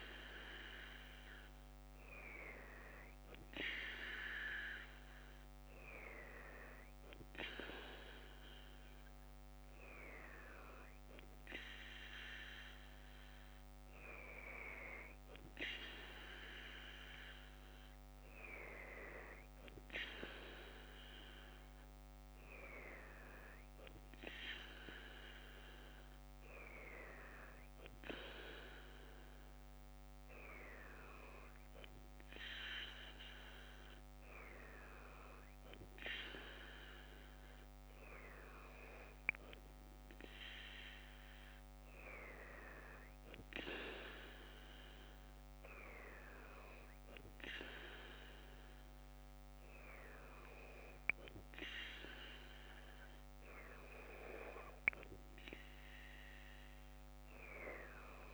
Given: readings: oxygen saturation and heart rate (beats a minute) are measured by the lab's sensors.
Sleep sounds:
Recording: breathing in sleep by a microphone on the trachea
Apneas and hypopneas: none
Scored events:
none scored
From the record:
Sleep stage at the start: N2 (light sleep)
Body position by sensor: on the left side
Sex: female

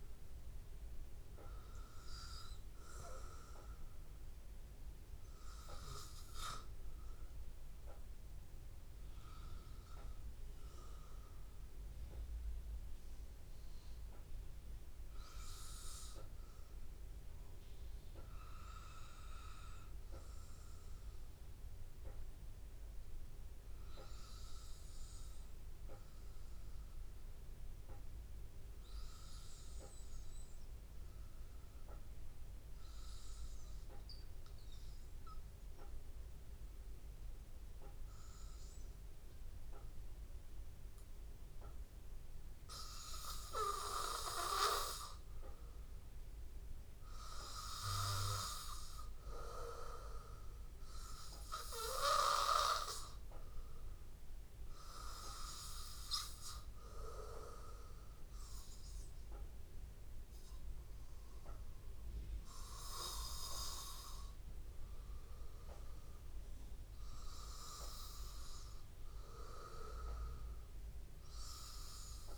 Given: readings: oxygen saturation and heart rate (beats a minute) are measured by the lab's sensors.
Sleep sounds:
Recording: breathing in sleep by a room microphone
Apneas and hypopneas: 1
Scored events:
9.50-13.50 s: arousal
18.50-52.50 s: hypopnea (oxygen 98% before, 93% lowest, heart rate 83 before, 82 extreme, up 0 after)
37.00-68.00 s: oxygen desaturation (device-marked, oxygen 97% before, 93% lowest, heart rate 83 before, 82 extreme)
53.50-57.50 s: arousal
From the record:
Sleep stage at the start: N2 (light sleep)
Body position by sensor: on the back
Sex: male

